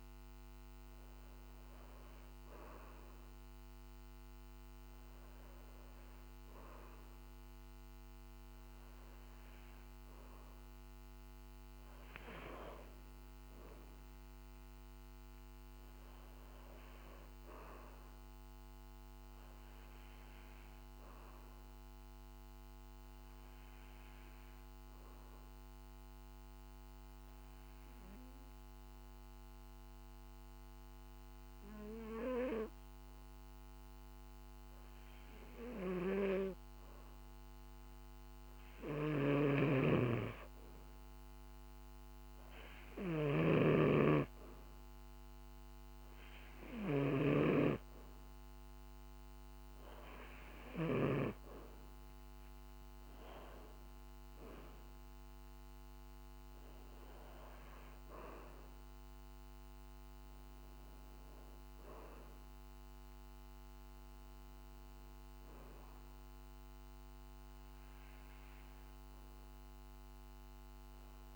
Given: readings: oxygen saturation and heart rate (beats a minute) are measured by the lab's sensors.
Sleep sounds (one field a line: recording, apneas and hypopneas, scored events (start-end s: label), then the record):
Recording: breathing in sleep by a microphone on the trachea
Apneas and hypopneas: 1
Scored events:
12.50-16.00 s: arousal
23.00-37.50 s: obstructive apnea (oxygen 95% before, 91% lowest, heart rate 50 before, 50 extreme, up 5 after)
39.50-43.00 s: arousal
54.50-69.50 s: oxygen desaturation (device-marked, oxygen 94% before, 91% lowest, heart rate 52 before, 49 extreme)
From the record:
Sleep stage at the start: N2 (light sleep)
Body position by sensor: on the back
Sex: male